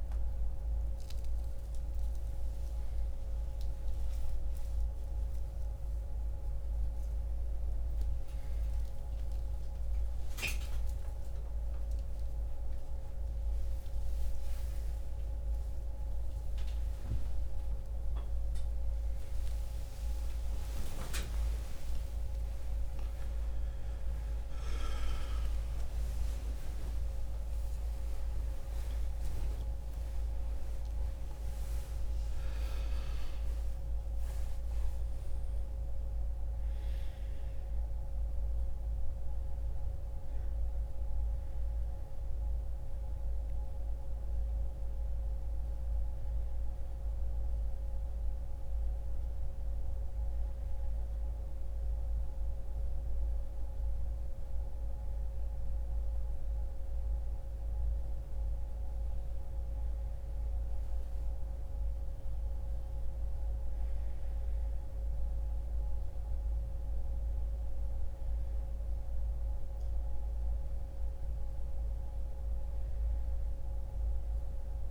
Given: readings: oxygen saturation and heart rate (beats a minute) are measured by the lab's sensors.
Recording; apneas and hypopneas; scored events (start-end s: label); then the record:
a person awake in a sleep study, hard to hear, by a room microphone; none
62.50-74.91 s: oxygen desaturation (device-marked, oxygen 97% before, 93% lowest, heart rate 67 before, 63 extreme)
66.50-74.91 s: new sleep stage, N1 (lightest sleep)
From the record:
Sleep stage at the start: awake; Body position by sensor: on the back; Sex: male